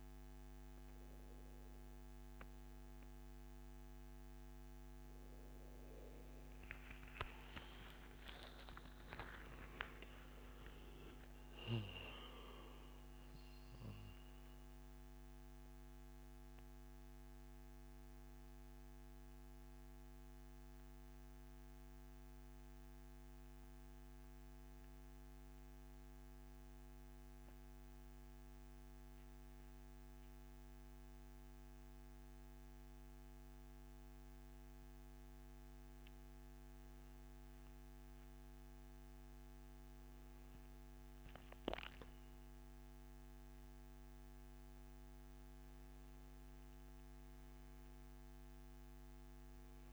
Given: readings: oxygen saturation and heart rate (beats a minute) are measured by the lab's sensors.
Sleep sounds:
breathing in sleep by a microphone on the trachea; none
5.00-9.50 s: arousal
21.00-26.00 s: oxygen desaturation (device-marked, oxygen 97% before, 94% lowest, heart rate 141 before, 141 extreme)
From the record:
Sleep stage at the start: N1 (lightest sleep); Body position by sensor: on the back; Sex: male

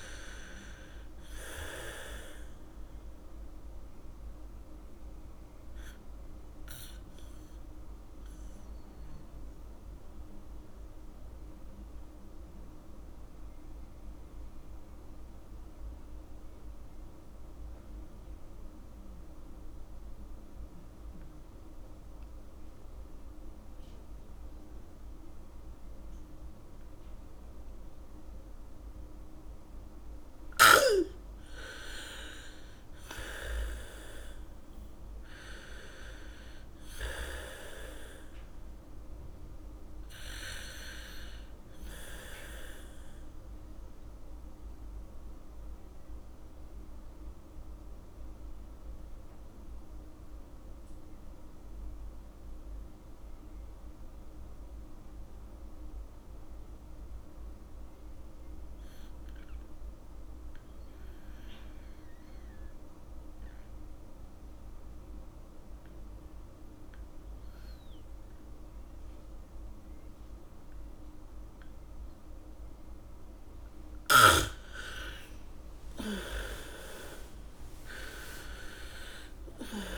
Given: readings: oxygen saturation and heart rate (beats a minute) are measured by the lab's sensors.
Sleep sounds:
breathing in sleep by a room microphone; 2
0.00-18.00 s: oxygen desaturation (device-marked, oxygen 85% lowest, heart rate 48 extreme)
7.00-30.50 s: mixed apnea (oxygen 98% before, 81% lowest, heart rate 66 before, 48 extreme)
30.00-60.00 s: oxygen desaturation (device-marked, oxygen 99% before, 82% lowest, heart rate 74 before, 47 extreme)
31.00-37.00 s: bradycardia (device-marked, heart rate 65 before, 48 extreme)
32.00-35.50 s: arousal
43.00-73.00 s: mixed apnea (oxygen 99% before, 78% lowest, heart rate 63 before, 47 extreme)
65.00-79.98 s: oxygen desaturation (device-marked, oxygen 100% before, 78% lowest, heart rate 73 before, 47 extreme)
72.00-78.00 s: bradycardia (device-marked, heart rate 66 before, 47 extreme)
75.00-78.00 s: arousal
From the record:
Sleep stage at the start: N2 (light sleep); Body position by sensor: on the back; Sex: female

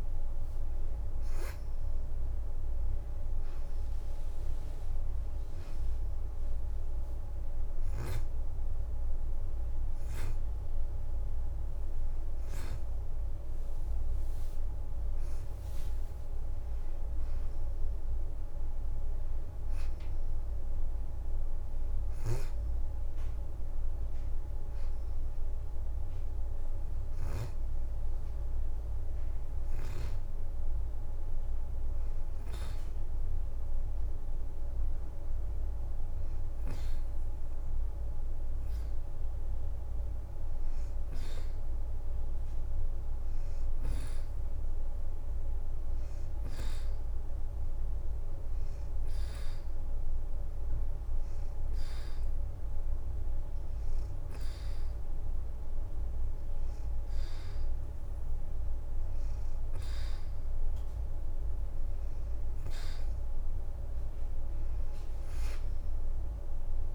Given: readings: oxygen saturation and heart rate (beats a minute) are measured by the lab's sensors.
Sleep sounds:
breathing in sleep, hard to hear, by a room microphone; 1
3.50-8.50 s: leg movement (device-marked)
15.00-19.00 s: arousal
34.00-42.50 s: leg movement (device-marked)
35.00-62.50 s: hypopnea (oxygen 92% before, 87% lowest, heart rate 89 before, 85 extreme, up 4 after)
43.50-62.50 s: oxygen desaturation (device-marked, oxygen 92% before, 87% lowest, heart rate 85 before, 87 extreme)
50.00-56.50 s: leg movement (device-marked)
57.00-59.00 s: leg movement (device-marked)
64.50-66.95 s: arousal
64.50-66.95 s: leg movement (device-marked)
From the record:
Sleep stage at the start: N2 (light sleep); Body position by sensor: on the back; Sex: female

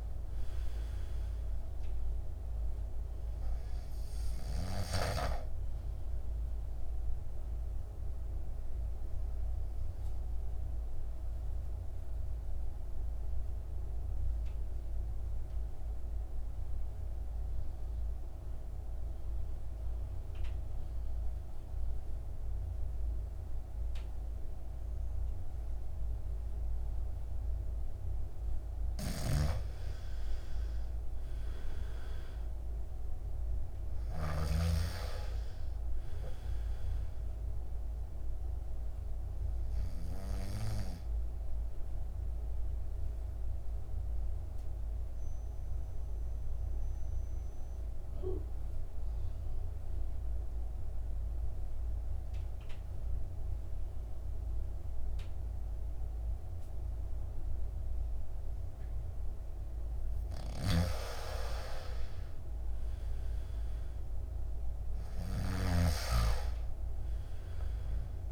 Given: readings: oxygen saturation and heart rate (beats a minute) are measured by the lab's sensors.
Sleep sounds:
breathing in sleep by a room microphone; 2
0.00-1.00 s: arousal
7.00-24.00 s: oxygen desaturation (device-marked, oxygen 98% before, 89% lowest, heart rate 57 before, 53 extreme)
9.00-28.50 s: mixed apnea (oxygen 99% before, 87% lowest, heart rate 58 before, 53 extreme, up 3 after)
30.50-34.00 s: arousal
38.50-60.50 s: mixed apnea (oxygen 99% before, 87% lowest, heart rate 55 before, 52 extreme, up 7 after)
39.00-48.00 s: oxygen desaturation (device-marked, oxygen 99% before, 92% lowest, heart rate 55 before, 53 extreme)
50.00-62.00 s: oxygen desaturation (device-marked, oxygen 96% before, 87% lowest, heart rate 54 before, 52 extreme)
62.50-66.50 s: arousal
From the record:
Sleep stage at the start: N2 (light sleep); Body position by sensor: on the back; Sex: male

